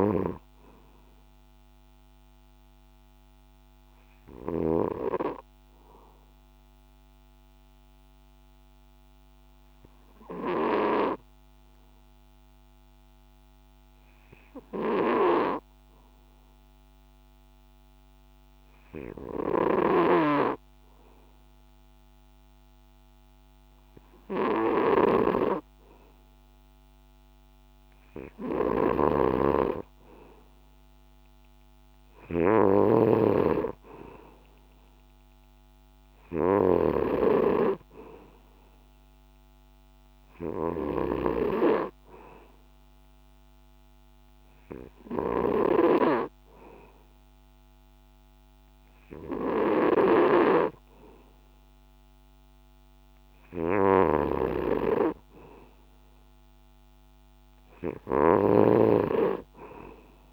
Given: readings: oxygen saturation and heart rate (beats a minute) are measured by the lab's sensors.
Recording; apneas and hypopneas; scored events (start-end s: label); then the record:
breathing in sleep by a microphone on the trachea; 1
0.00-5.00 s: snoring (device-marked)
4.00-29.00 s: hypopnea (oxygen 96% before, 93% lowest, heart rate 65 before, 61 extreme, up 2 after)
19.50-60.33 s: snoring (device-marked)
28.00-51.00 s: oxygen desaturation (device-marked, oxygen 99% before, 93% lowest, heart rate 64 before, 63 extreme)
32.00-35.00 s: arousal
From the record:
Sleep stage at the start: N2 (light sleep); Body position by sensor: on the back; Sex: male